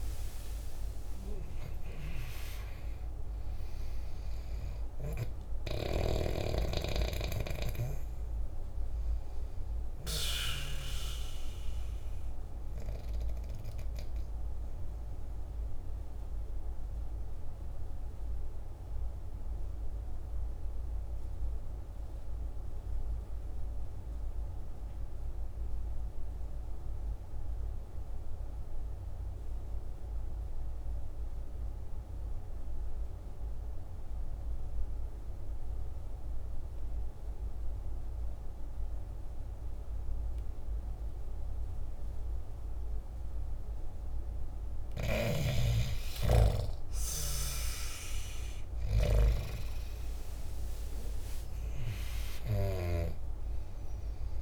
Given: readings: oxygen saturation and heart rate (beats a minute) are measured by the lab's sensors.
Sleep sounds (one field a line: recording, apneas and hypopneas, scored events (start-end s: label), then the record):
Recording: breathing in sleep by a room microphone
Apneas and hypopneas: 1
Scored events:
0.00-1.50 s: arousal
0.00-26.50 s: oxygen desaturation (device-marked, oxygen 86% lowest, heart rate 48 extreme)
16.00-44.00 s: obstructive apnea (oxygen 98% before, 84% lowest, heart rate 55 before, 47 extreme, up 11 after)
40.50-54.42 s: oxygen desaturation (device-marked, oxygen 99% before, 84% lowest, heart rate 49 before, 47 extreme)
45.00-49.00 s: snoring (device-marked)
47.00-51.00 s: arousal
From the record:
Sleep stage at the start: N2 (light sleep)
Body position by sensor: on the back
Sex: male